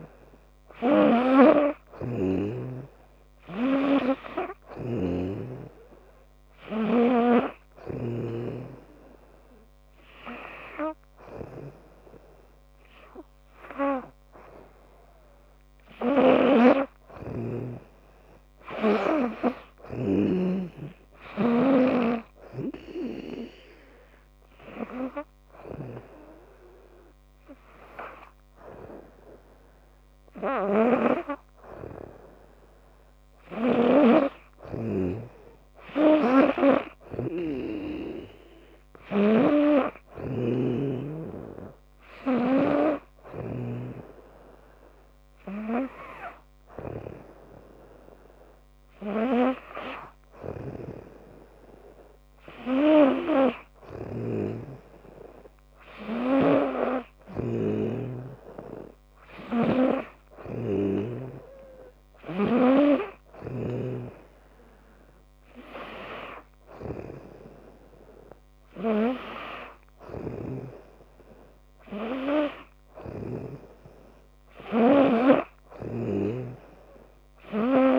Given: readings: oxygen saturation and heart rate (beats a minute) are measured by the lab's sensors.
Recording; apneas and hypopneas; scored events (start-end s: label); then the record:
breathing in sleep by a microphone on the trachea; none
0.00-3.00 s: arousal
0.00-8.00 s: snoring (device-marked)
34.50-42.50 s: snoring (device-marked)
50.00-54.00 s: snoring (device-marked)
56.00-62.50 s: snoring (device-marked)
70.00-73.50 s: snoring (device-marked)
75.50-77.99 s: snoring (device-marked)
From the record:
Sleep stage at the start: N2 (light sleep); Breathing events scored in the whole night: 163 in 5.4 hours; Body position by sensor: on the back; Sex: female